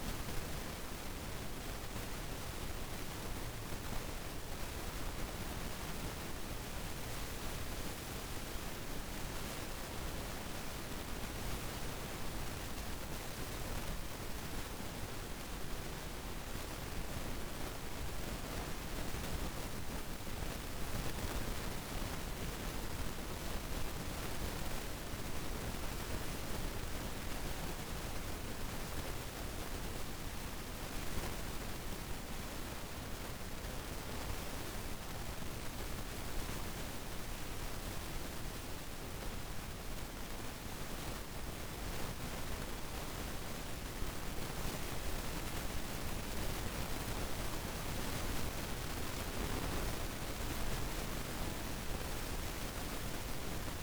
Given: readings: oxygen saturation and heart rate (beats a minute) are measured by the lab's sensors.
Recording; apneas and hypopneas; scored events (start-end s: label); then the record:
breathing in sleep, hard to hear, by a room microphone; none
none scored
From the record:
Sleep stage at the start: N2 (light sleep); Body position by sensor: on the back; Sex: female